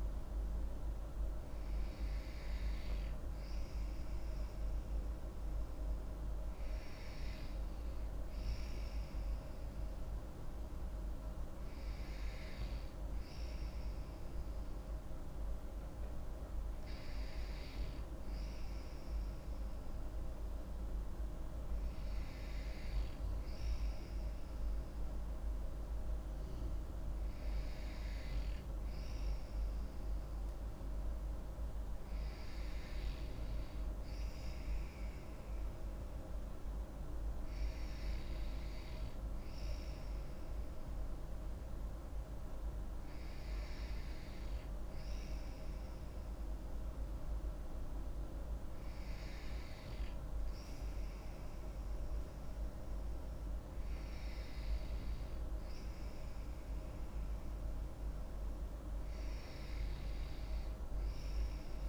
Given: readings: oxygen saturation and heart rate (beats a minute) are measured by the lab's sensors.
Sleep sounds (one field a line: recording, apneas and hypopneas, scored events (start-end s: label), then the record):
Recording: breathing in sleep, hard to hear, by a room microphone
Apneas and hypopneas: none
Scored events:
none scored
From the record:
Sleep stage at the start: N2 (light sleep)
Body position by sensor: on the back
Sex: female